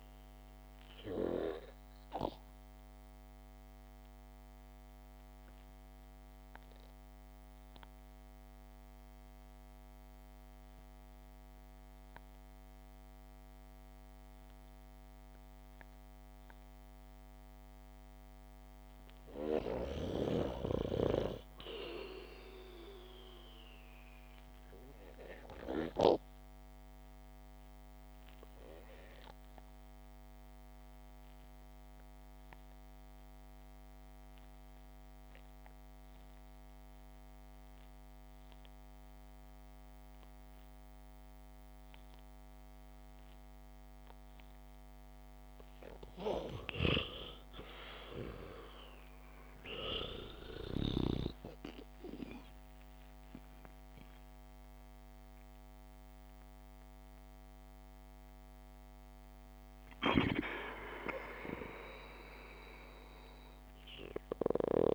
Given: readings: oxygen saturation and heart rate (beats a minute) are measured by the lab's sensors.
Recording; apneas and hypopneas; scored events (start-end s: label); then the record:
breathing in sleep by a microphone on the trachea; 2
1.50-18.00 s: obstructive apnea (oxygen 98% before, 89% lowest, heart rate 62 before, 58 extreme, up 6 after)
7.00-20.00 s: oxygen desaturation (device-marked, oxygen 96% before, 92% lowest, heart rate 62 before, 58 extreme)
20.00-23.00 s: arousal
26.50-46.00 s: obstructive apnea (oxygen 98% before, 89% lowest, heart rate 69 before, 50 extreme, up 2 after)
40.00-64.94 s: oxygen desaturation (device-marked, oxygen 97% before, 89% lowest, heart rate 63 before, 50 extreme)
49.00-54.50 s: arousal
From the record:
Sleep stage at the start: REM sleep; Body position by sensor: on the back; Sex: male